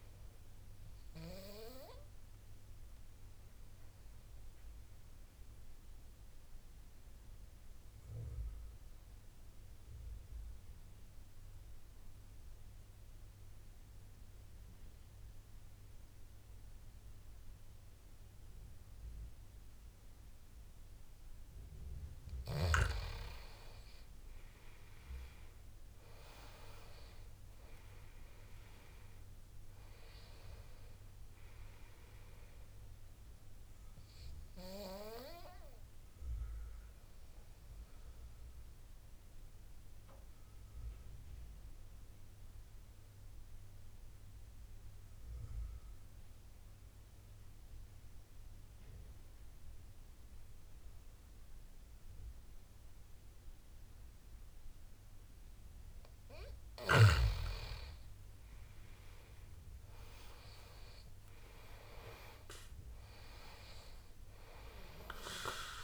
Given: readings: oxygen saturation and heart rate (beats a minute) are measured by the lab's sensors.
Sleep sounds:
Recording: breathing in sleep by a room microphone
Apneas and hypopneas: 2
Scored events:
0.00-19.00 s: oxygen desaturation (device-marked, oxygen 82% lowest, heart rate 68 extreme)
2.00-22.00 s: obstructive apnea (oxygen 97% before, 82% lowest, heart rate 86 before, 68 extreme, up 10 after)
23.50-26.00 s: arousal
24.00-35.00 s: oxygen desaturation (device-marked, oxygen 97% before, 91% lowest, heart rate 75 before, 71 extreme)
35.50-56.00 s: obstructive apnea (oxygen 97% before, 82% lowest, heart rate 78 before, 69 extreme, up 10 after)
37.00-49.00 s: oxygen desaturation (device-marked, oxygen 93% before, 85% lowest, heart rate 79 before, 71 extreme)
57.00-65.84 s: oxygen desaturation (device-marked, oxygen 98% before, 82% lowest, heart rate 74 before, 69 extreme)
58.00-61.00 s: arousal
From the record:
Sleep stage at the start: N2 (light sleep)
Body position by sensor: on the back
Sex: male

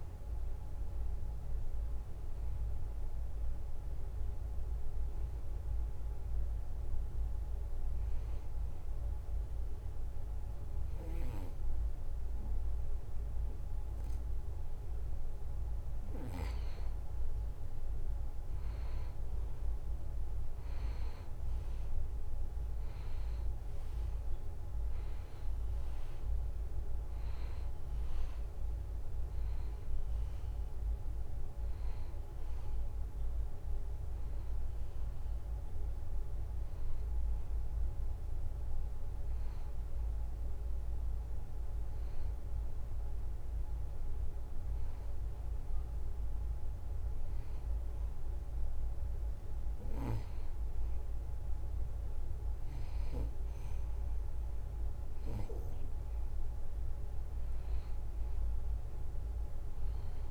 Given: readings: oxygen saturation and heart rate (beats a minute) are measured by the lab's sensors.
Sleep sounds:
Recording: breathing in sleep, hard to hear, by a room microphone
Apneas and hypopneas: 2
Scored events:
0.00-3.00 s: oxygen desaturation (device-marked, oxygen 88% lowest, heart rate 70 extreme)
6.00-16.00 s: obstructive apnea (oxygen 95% before, 90% lowest, heart rate 73 before, 70 extreme, up 1 after)
19.00-22.50 s: arousal
23.00-40.00 s: oxygen desaturation (device-marked, oxygen 95% before, 90% lowest, heart rate 72 before, 70 extreme)
39.50-55.50 s: hypopnea (oxygen 95% before, 90% lowest, heart rate 73 before, 70 extreme, up 3 after)
58.00-60.31 s: arousal
From the record:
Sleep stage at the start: N2 (light sleep)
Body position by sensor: on the back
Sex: male

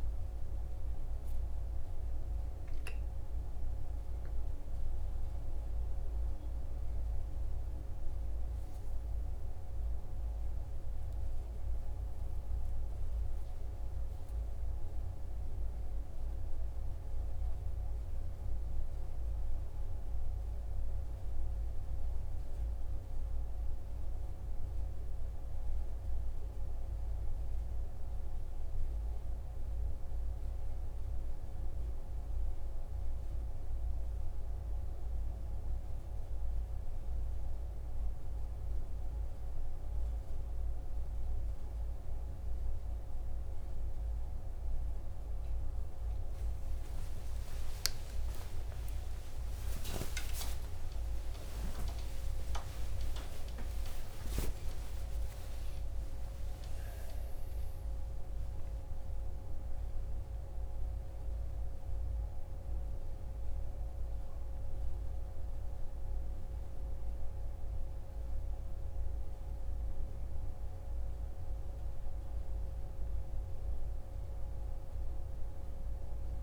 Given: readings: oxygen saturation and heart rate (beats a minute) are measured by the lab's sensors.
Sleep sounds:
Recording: a person awake in a sleep study, hard to hear, by a room microphone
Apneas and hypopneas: none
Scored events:
none scored
From the record:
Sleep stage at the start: awake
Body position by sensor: on the right side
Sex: male

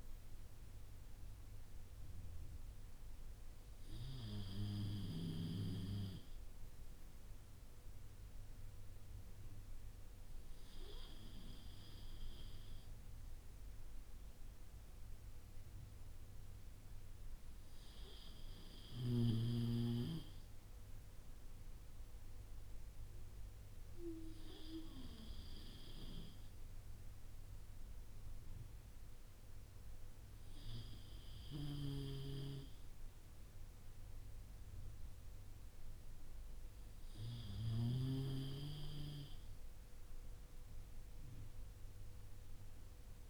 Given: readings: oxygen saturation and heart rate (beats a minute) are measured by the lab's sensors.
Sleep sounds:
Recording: breathing in sleep by a room microphone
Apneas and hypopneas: none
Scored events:
none scored
From the record:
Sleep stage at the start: N3 (deep sleep)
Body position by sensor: on the back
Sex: male

